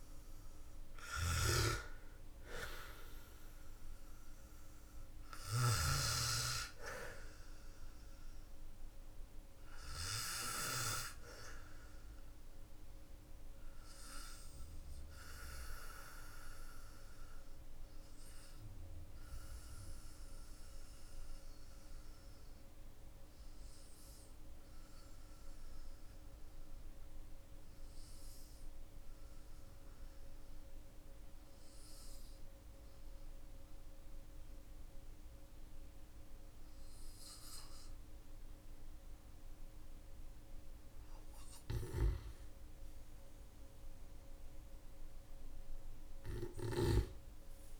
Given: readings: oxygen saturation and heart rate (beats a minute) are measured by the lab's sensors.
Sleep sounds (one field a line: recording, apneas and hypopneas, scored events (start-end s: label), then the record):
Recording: breathing in sleep by a room microphone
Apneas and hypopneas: 1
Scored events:
0.00-33.00 s: oxygen desaturation (device-marked, oxygen 91% lowest, heart rate 44 extreme)
9.50-38.50 s: obstructive apnea (oxygen 99% before, 91% lowest, heart rate 54 before, 41 extreme, up 14 after)
39.50-44.50 s: arousal
From the record:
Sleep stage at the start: N2 (light sleep)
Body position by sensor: on the back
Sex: male